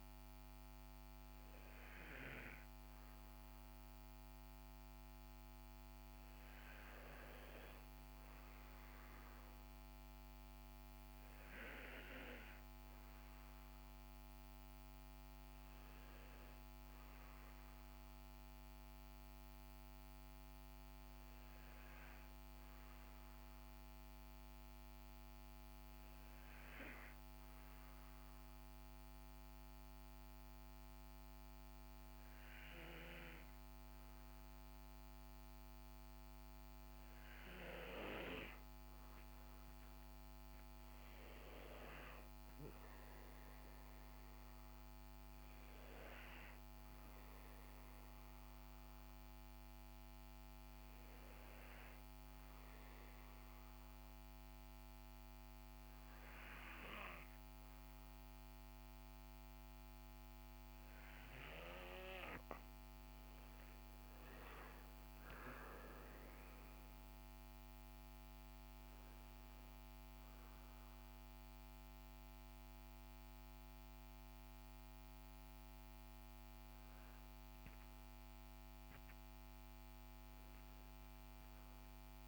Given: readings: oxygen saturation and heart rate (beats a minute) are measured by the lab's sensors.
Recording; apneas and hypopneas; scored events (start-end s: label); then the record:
breathing in sleep by a microphone on the trachea; 2
28.00-38.50 s: hypopnea (oxygen 95% before, 92% lowest, heart rate 67 before, 62 extreme, up 6 after)
40.50-44.00 s: arousal
52.50-63.00 s: hypopnea (oxygen 95% before, 92% lowest, heart rate 65 before, 59 extreme, up 14 after)
64.00-68.50 s: arousal
From the record:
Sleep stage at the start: N2 (light sleep); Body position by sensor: on the right side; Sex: male